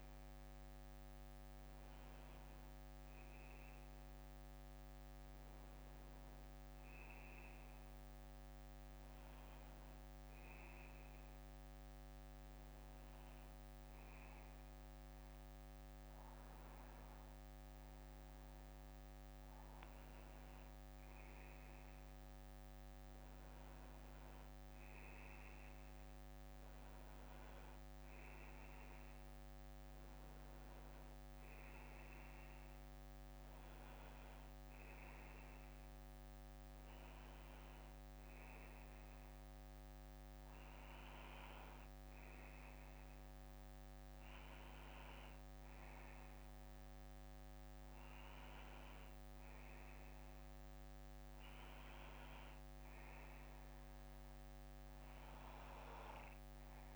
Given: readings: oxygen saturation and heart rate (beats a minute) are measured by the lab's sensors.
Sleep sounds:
breathing in sleep, hard to hear, by a microphone on the trachea; none
0.00-3.00 s: bradycardia (device-marked, heart rate 59 extreme)
13.00-17.00 s: bradycardia (device-marked, heart rate 63 before, 59 extreme)
From the record:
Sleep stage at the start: N2 (light sleep); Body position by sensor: on the back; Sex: male

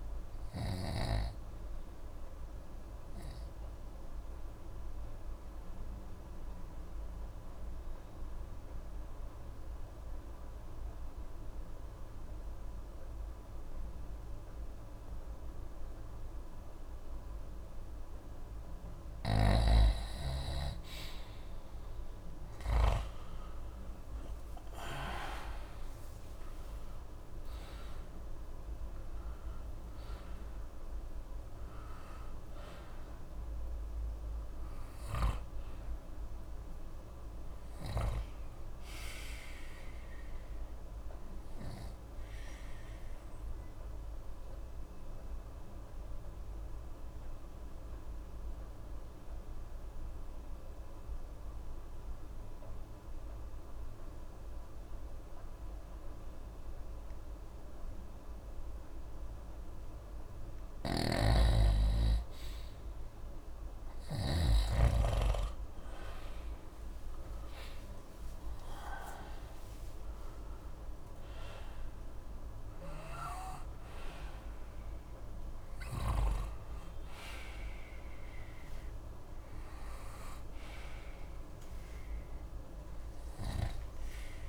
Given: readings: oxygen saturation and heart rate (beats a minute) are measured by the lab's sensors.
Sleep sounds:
breathing in sleep by a room microphone; 2
0.00-6.00 s: oxygen desaturation (device-marked, oxygen 88% lowest)
2.50-18.50 s: obstructive apnea (oxygen 97% before, 88% lowest, heart rate 42 before, 25 extreme, up 8 after)
20.00-50.00 s: oxygen desaturation (device-marked, oxygen 96% before, 88% lowest)
23.00-28.00 s: arousal
41.00-60.50 s: obstructive apnea (oxygen 96% before, 88% lowest)
60.00-84.49 s: oxygen desaturation (device-marked, oxygen 98% before, 88% lowest, heart rate 42 before, 35 extreme)
61.00-64.50 s: snoring (device-marked)
63.00-68.00 s: arousal
From the record:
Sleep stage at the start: N2 (light sleep); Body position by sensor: on the right side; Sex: male

